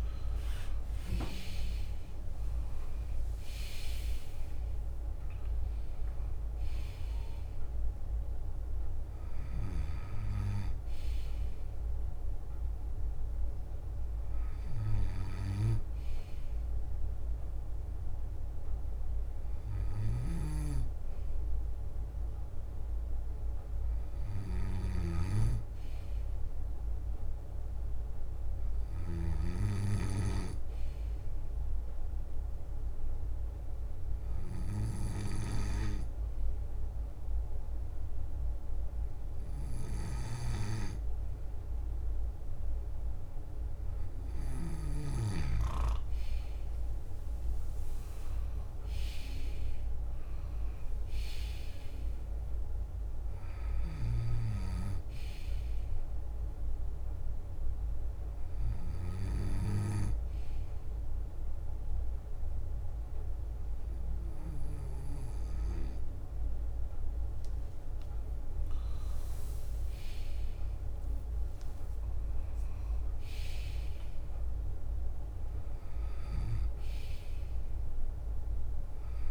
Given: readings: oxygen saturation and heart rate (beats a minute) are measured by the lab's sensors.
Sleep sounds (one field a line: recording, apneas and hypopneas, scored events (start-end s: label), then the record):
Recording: breathing in sleep by a room microphone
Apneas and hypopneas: 2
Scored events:
0.00-3.00 s: arousal
0.00-5.00 s: leg movement (device-marked)
0.00-9.50 s: drop in pulse transit time (device-marked, heart rate 60 extreme)
9.00-11.00 s: leg movement (device-marked)
10.50-45.50 s: bradycardia (device-marked, heart rate 60 before, 55 extreme)
14.00-16.50 s: leg movement (device-marked)
18.50-22.50 s: leg movement (device-marked)
23.50-48.50 s: drop in pulse transit time (device-marked, heart rate 61 before, 56 extreme)
24.50-29.50 s: snoring (device-marked)
27.50-30.50 s: leg movement (device-marked)
29.00-43.00 s: hypopnea (oxygen 98% before, 96% lowest, heart rate 58 before, 54 extreme, up 7 after)
32.50-37.00 s: leg movement (device-marked)
42.00-50.00 s: leg movement (device-marked)
46.00-50.50 s: arousal
53.00-55.50 s: leg movement (device-marked)
54.50-67.50 s: bradycardia (device-marked, heart rate 60 before, 54 extreme)
57.50-67.50 s: hypopnea (oxygen 98% before, 96% lowest, heart rate 60 before, 54 extreme, up 20 after)
58.00-60.50 s: leg movement (device-marked)
65.50-73.50 s: leg movement (device-marked)
65.50-75.50 s: drop in pulse transit time (device-marked, heart rate 59 before, 54 extreme)
69.50-74.00 s: arousal
74.50-77.50 s: leg movement (device-marked)
77.50-79.31 s: bradycardia (device-marked, heart rate 60 before, 45 extreme)
From the record:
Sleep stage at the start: N2 (light sleep)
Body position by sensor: on the left side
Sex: male